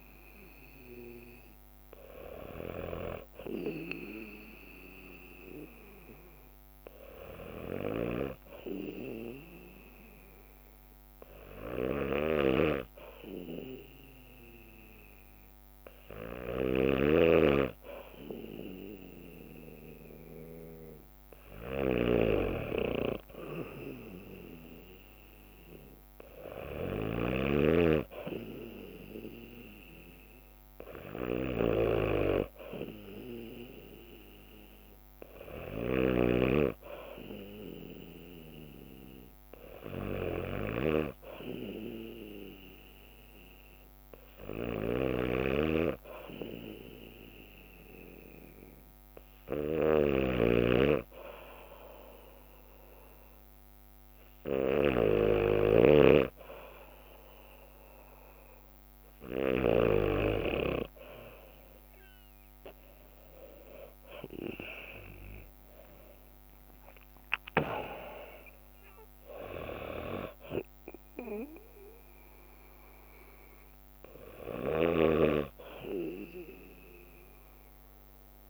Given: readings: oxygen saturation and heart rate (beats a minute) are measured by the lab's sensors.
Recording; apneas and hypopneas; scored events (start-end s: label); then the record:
breathing in sleep by a microphone on the trachea; 1
1.50-7.00 s: leg movement (device-marked)
8.00-19.00 s: hypopnea (oxygen 96% before, 94% lowest, heart rate 66 before, 59 extreme, up 2 after)
10.00-14.00 s: leg movement (device-marked)
12.00-27.50 s: snoring (device-marked)
16.50-22.00 s: leg movement (device-marked)
25.00-29.00 s: arousal
25.00-29.00 s: leg movement (device-marked)
34.00-39.00 s: leg movement (device-marked)
35.50-37.50 s: bradycardia (device-marked, heart rate 64 before, 60 extreme)
35.50-41.00 s: snoring (device-marked)
39.50-42.50 s: bradycardia (device-marked, heart rate 64 before, 59 extreme)
43.00-48.50 s: leg movement (device-marked)
50.00-56.00 s: snoring (device-marked)
51.00-55.00 s: leg movement (device-marked)
57.00-61.00 s: leg movement (device-marked)
62.50-67.50 s: leg movement (device-marked)
64.00-67.50 s: arousal
66.50-77.50 s: drop in pulse transit time (device-marked, heart rate 62 before, 64 extreme)
76.50-78.50 s: leg movement (device-marked)
From the record:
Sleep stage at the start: N2 (light sleep); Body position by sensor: on the back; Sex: male